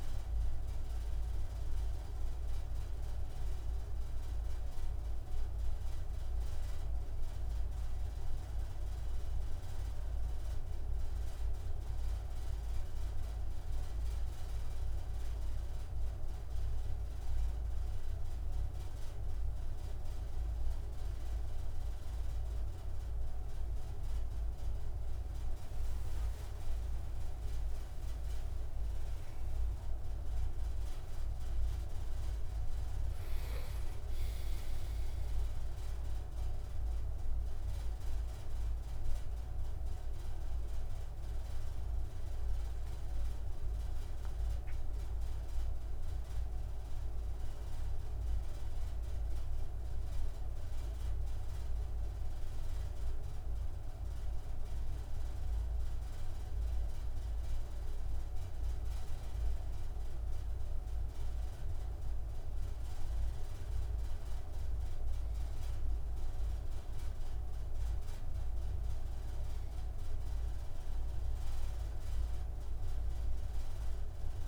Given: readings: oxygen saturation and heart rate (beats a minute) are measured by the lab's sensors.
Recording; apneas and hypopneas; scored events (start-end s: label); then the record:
a person partly awake in a sleep study, hard to hear, by a room microphone; 1
23.50-74.48 s: new sleep stage, N1 (lightest sleep)
26.00-30.50 s: arousal
45.00-58.00 s: central apnea (oxygen 96% before, 95% lowest)
63.00-66.50 s: arousal
66.50-74.48 s: oxygen desaturation (device-marked, oxygen 99% before, 95% lowest)
From the record:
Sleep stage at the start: awake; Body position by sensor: on the right side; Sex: male